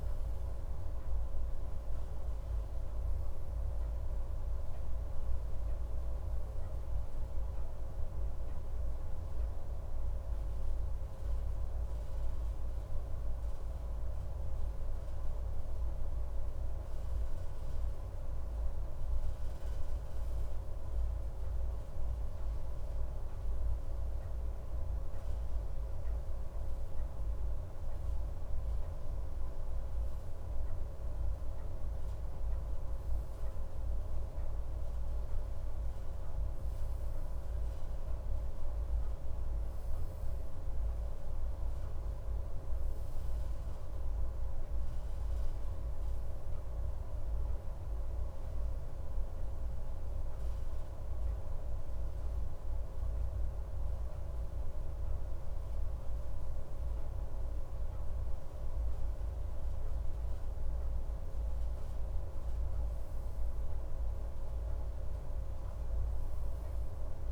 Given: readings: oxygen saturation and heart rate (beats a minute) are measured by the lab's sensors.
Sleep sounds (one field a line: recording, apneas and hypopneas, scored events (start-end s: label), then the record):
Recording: breathing in sleep, hard to hear, by a room microphone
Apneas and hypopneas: 1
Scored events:
4.00-67.32 s: new sleep stage, N2 (light sleep)
35.00-39.50 s: arousal
45.50-59.00 s: hypopnea (oxygen 97% before, 96% lowest)
64.50-67.32 s: arousal
From the record:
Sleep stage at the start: N1 (lightest sleep)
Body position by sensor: on the left side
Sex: male